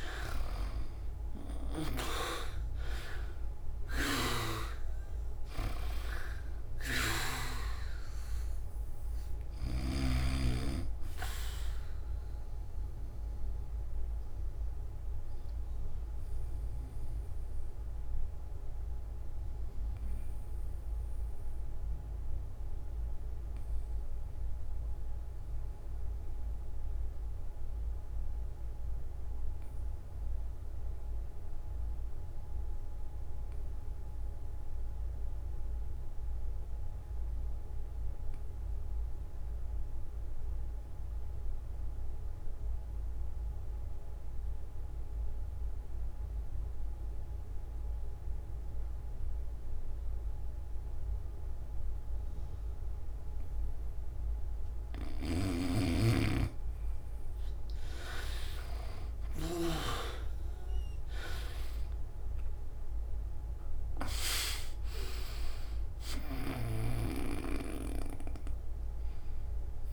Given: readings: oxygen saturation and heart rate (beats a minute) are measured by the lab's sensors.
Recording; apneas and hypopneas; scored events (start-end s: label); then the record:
breathing in sleep by a room microphone; 1
0.00-7.00 s: snoring (device-marked)
0.00-33.00 s: oxygen desaturation (device-marked, oxygen 77% lowest)
14.50-55.50 s: obstructive apnea (oxygen 92% before, 77% lowest)
46.00-69.93 s: oxygen desaturation (device-marked, oxygen 99% before, 78% lowest)
54.50-59.50 s: snoring (device-marked)
66.00-69.93 s: snoring (device-marked)
From the record:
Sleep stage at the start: N3 (deep sleep); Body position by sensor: on the back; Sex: male